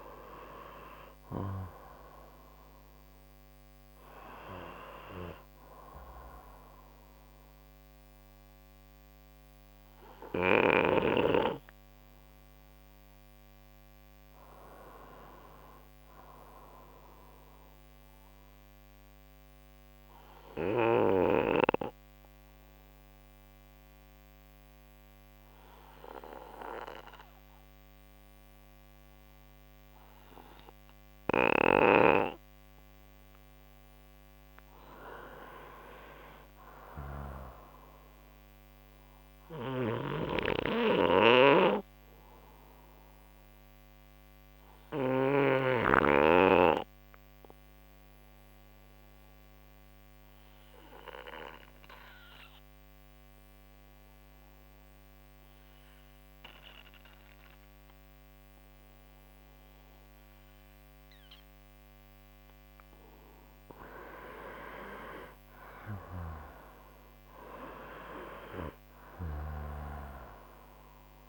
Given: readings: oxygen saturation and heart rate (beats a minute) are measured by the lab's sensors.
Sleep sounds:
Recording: breathing in sleep by a microphone on the trachea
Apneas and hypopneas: 2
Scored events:
18.50-34.00 s: obstructive apnea (oxygen 96% before, 89% lowest, heart rate 70 before, 66 extreme, up 4 after)
22.50-29.50 s: oxygen desaturation (device-marked, oxygen 92% before, 89% lowest, heart rate 69 before, 66 extreme)
35.50-39.00 s: arousal
40.00-46.00 s: snoring (device-marked)
42.50-63.50 s: obstructive apnea (oxygen 97% before, 89% lowest, heart rate 67 before, 64 extreme, up 3 after)
54.50-64.50 s: oxygen desaturation (device-marked, oxygen 95% before, 92% lowest, heart rate 73 before, 64 extreme)
66.00-70.00 s: arousal
From the record:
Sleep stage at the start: N2 (light sleep)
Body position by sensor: on the right side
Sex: male

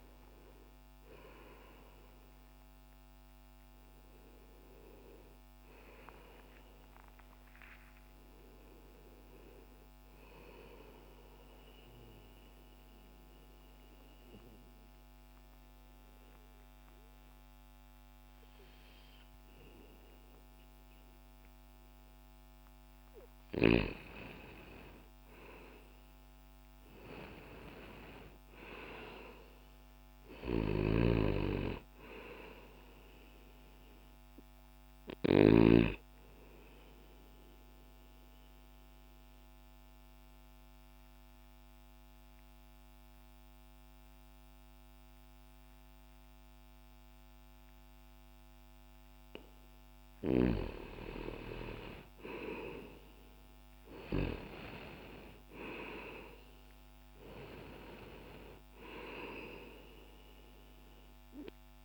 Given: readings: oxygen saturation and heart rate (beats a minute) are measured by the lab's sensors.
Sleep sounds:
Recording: a person partly awake in a sleep study, by a microphone on the trachea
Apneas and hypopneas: 2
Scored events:
3.00-61.85 s: new sleep stage, N2 (light sleep)
10.50-23.00 s: mixed apnea (oxygen 99% before, 85% lowest, heart rate 31 before, 61 extreme, up 8 after)
22.00-51.00 s: oxygen desaturation (device-marked, oxygen 98% before, 85% lowest, heart rate 51 before, 60 extreme)
24.50-27.50 s: arousal
30.50-35.50 s: snoring (device-marked)
36.50-49.00 s: mixed apnea (oxygen 99% before, 85% lowest, heart rate 67 before, 60 extreme, up 0 after)
51.50-55.50 s: arousal
From the record:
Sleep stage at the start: awake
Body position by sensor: on the back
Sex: male

